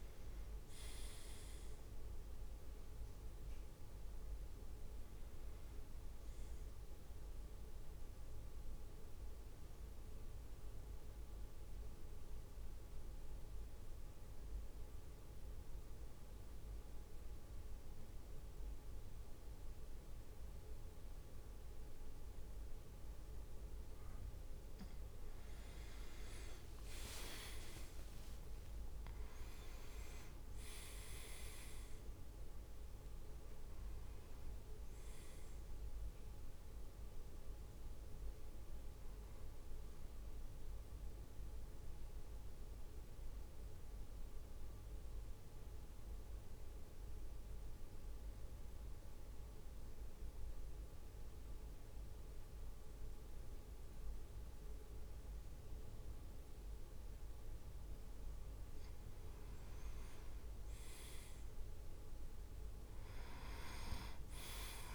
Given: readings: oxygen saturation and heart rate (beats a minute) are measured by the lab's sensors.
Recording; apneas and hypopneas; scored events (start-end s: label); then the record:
breathing in sleep, hard to hear, by a room microphone; 2
2.00-17.00 s: oxygen desaturation (device-marked, oxygen 100% before, 97% lowest, heart rate 60 before, 52 extreme)
8.50-24.50 s: central apnea (oxygen 100% before, 96% lowest, heart rate 59 before, 52 extreme, up 10 after)
26.00-30.00 s: arousal
32.00-38.00 s: oxygen desaturation (device-marked, oxygen 99% before, 96% lowest, heart rate 56 before, 52 extreme)
42.00-58.50 s: central apnea (oxygen 99% before, 96% lowest, heart rate 57 before, 49 extreme, up 4 after)
60.00-63.00 s: arousal
From the record:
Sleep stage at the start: N2 (light sleep); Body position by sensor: on the back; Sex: male